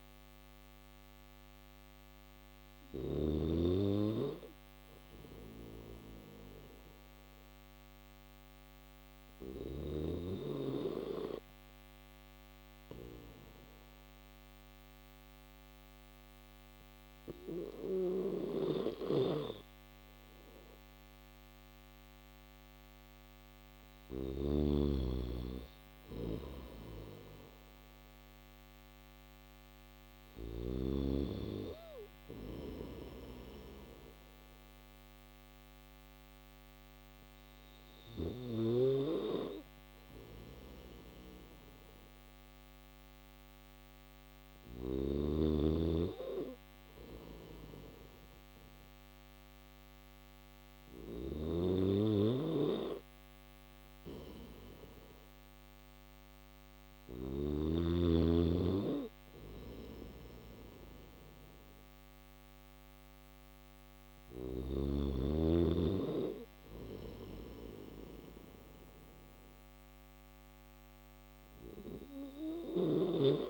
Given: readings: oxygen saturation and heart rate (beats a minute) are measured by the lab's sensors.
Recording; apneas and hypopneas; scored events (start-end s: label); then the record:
breathing in sleep by a microphone on the trachea; none
0.00-2.00 s: snoring (device-marked)
17.50-29.50 s: snoring (device-marked)
50.00-56.50 s: snoring (device-marked)
69.00-73.50 s: new sleep stage, N1 (lightest sleep)
71.50-73.50 s: snoring (device-marked)
From the record:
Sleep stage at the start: N3 (deep sleep); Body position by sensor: on the back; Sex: male